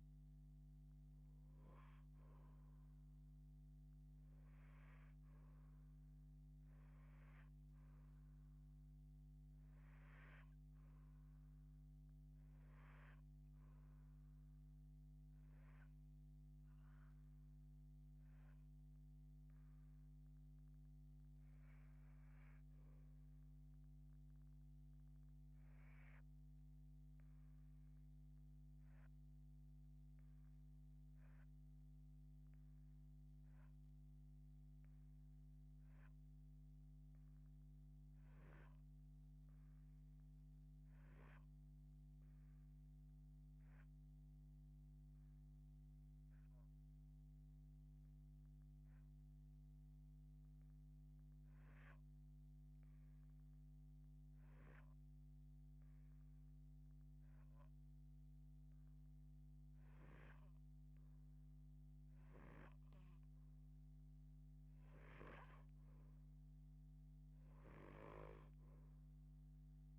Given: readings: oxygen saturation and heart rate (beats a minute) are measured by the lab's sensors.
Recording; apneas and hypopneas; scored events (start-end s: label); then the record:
breathing in sleep, hard to hear, by a microphone on the trachea; 1
0.00-13.50 s: oxygen desaturation (device-marked, oxygen 70% lowest, heart rate 70 extreme)
20.00-23.50 s: arousal
26.00-58.00 s: hypopnea (oxygen 94% before, 78% lowest, heart rate 125 before, 80 extreme, up 24 after)
35.50-69.99 s: oxygen desaturation (device-marked, oxygen 91% before, 78% lowest, heart rate 125 before, 47 extreme)
62.50-68.00 s: arousal
From the record:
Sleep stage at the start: REM sleep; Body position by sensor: on the left side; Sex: female